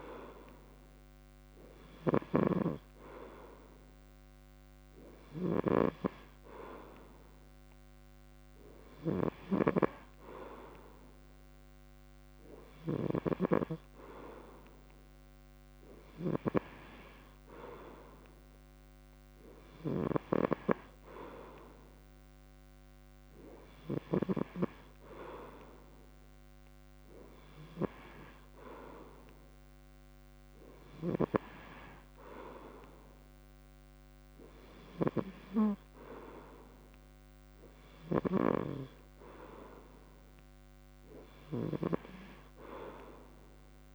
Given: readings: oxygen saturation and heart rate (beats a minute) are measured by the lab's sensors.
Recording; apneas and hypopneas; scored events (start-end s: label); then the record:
breathing in sleep by a microphone on the trachea; none
0.00-13.00 s: snoring (device-marked)
19.50-24.00 s: snoring (device-marked)
From the record:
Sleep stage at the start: N3 (deep sleep); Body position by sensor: on the back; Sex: male